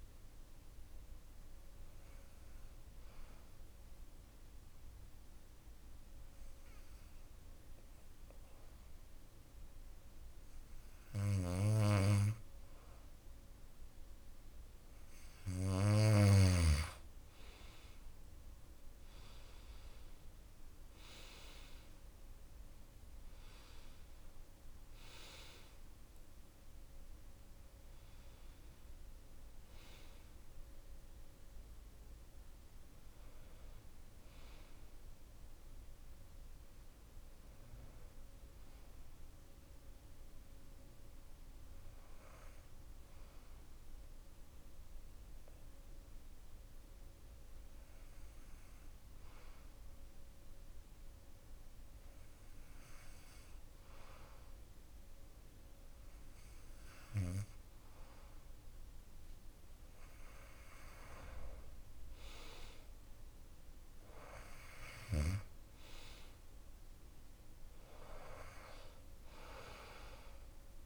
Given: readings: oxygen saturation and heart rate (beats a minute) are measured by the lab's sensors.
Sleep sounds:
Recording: breathing in sleep by a room microphone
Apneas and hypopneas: 2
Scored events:
2.00-13.00 s: obstructive apnea (oxygen 96% before, 92% lowest)
15.00-18.00 s: arousal
22.00-40.00 s: oxygen desaturation (device-marked, oxygen 96% before, 92% lowest)
38.50-59.00 s: hypopnea (oxygen 96% before, 93% lowest)
61.00-64.50 s: arousal
From the record:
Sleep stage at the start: N2 (light sleep)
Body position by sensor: on the back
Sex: male

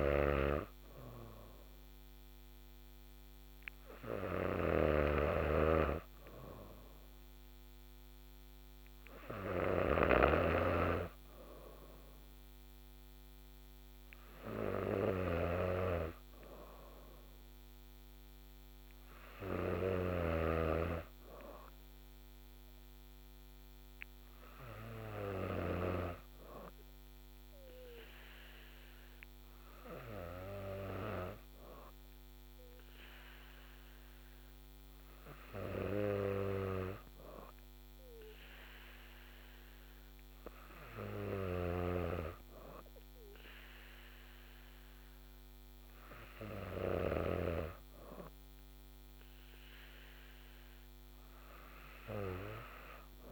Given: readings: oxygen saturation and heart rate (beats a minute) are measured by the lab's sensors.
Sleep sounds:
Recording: breathing in sleep by a microphone on the trachea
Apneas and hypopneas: none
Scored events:
0.00-20.00 s: snoring (device-marked)
41.50-47.50 s: snoring (device-marked)
From the record:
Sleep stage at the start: N3 (deep sleep)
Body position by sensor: on the back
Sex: female

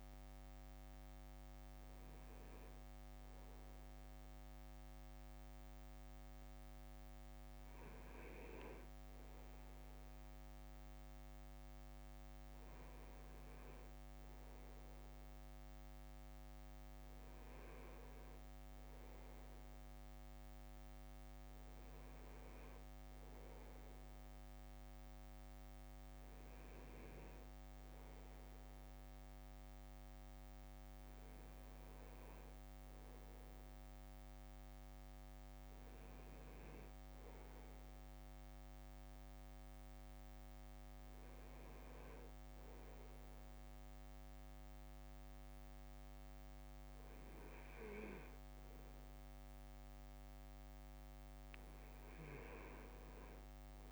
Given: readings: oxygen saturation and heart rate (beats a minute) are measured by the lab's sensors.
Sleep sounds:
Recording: breathing in sleep, hard to hear, by a microphone on the trachea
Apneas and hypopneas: none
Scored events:
16.00-18.50 s: leg movement (device-marked)
28.50-53.92 s: new sleep stage, N2 (light sleep)
From the record:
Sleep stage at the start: N1 (lightest sleep)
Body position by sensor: on the right side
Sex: male

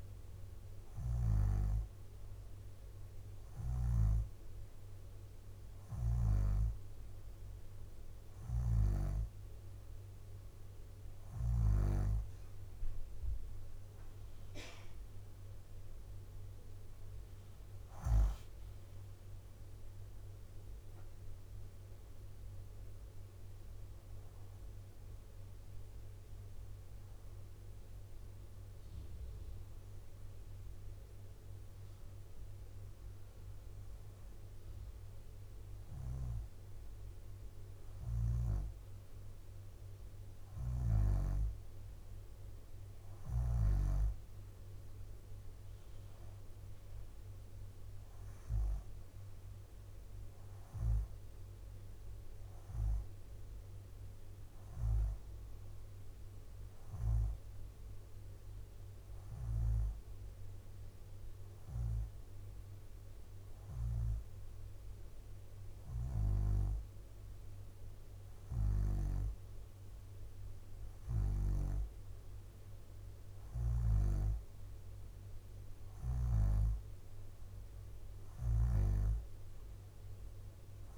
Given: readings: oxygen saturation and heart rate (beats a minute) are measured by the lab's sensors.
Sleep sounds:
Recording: breathing in sleep by a room microphone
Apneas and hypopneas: 1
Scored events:
0.50-11.50 s: snoring (device-marked)
11.00-19.50 s: leg movement (device-marked)
18.00-36.00 s: drop in pulse transit time (device-marked, heart rate 64 before, 59 extreme)
20.50-23.50 s: arousal
26.00-38.00 s: hypopnea (oxygen 93% before, 92% lowest, heart rate 65 before, 59 extreme, up 9 after)
41.50-44.00 s: arousal
51.00-64.00 s: drop in pulse transit time (device-marked, heart rate 64 before, 61 extreme)
59.00-69.00 s: snoring (device-marked)
76.00-80.98 s: snoring (device-marked)
From the record:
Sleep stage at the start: N2 (light sleep)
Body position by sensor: upright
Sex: female

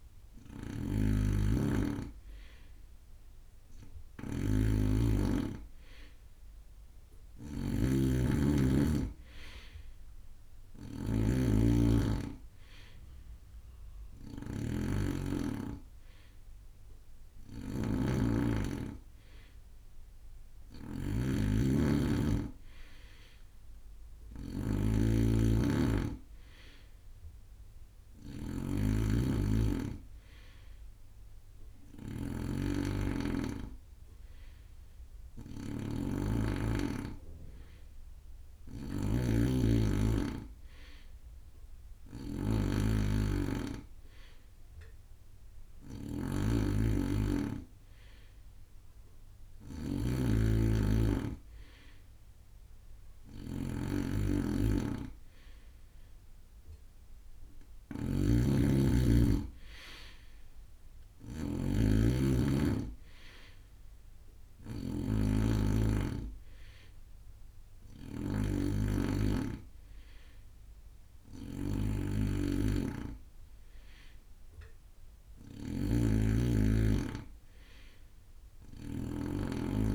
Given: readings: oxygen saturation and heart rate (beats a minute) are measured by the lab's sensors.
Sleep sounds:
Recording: breathing in sleep by a room microphone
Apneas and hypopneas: none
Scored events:
0.00-79.95 s: snoring (device-marked)
From the record:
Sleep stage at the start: N2 (light sleep)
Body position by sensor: on the right side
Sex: male

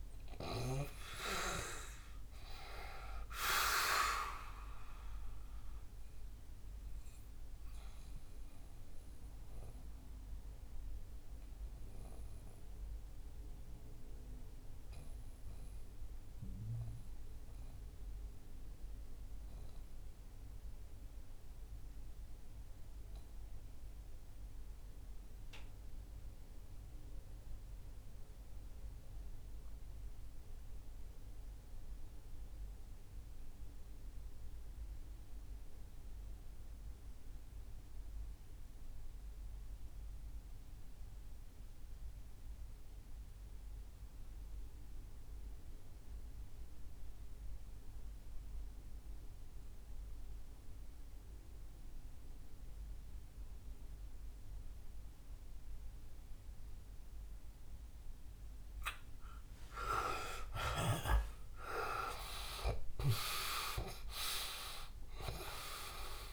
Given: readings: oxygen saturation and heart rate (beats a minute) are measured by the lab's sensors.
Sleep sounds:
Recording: breathing in sleep by a room microphone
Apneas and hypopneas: 1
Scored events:
0.00-22.00 s: oxygen desaturation (device-marked, oxygen 85% lowest, heart rate 53 extreme)
5.00-56.00 s: mixed apnea (oxygen 99% before, 76% lowest, heart rate 68 before, 53 extreme, up 19 after)
42.00-66.33 s: oxygen desaturation (device-marked, oxygen 97% before, 81% lowest, heart rate 64 before, 53 extreme)
59.00-64.00 s: arousal
From the record:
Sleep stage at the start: REM sleep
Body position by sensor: on the back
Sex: male

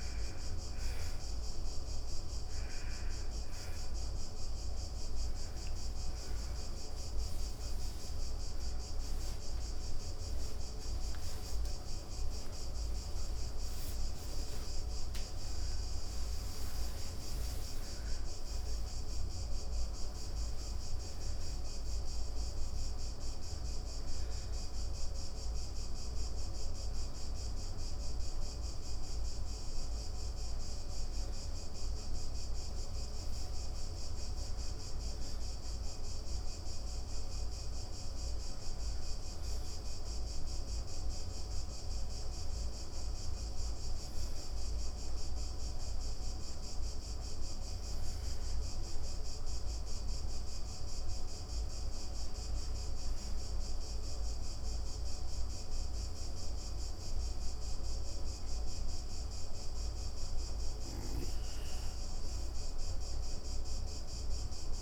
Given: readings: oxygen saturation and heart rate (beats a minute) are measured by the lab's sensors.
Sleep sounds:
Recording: a person awake in a sleep study, hard to hear, by a room microphone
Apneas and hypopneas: none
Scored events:
0.00-25.00 s: oxygen desaturation (device-marked, oxygen 87% lowest)
7.00-64.82 s: new sleep stage, awake
From the record:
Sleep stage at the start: N2 (light sleep)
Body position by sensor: on the back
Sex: female

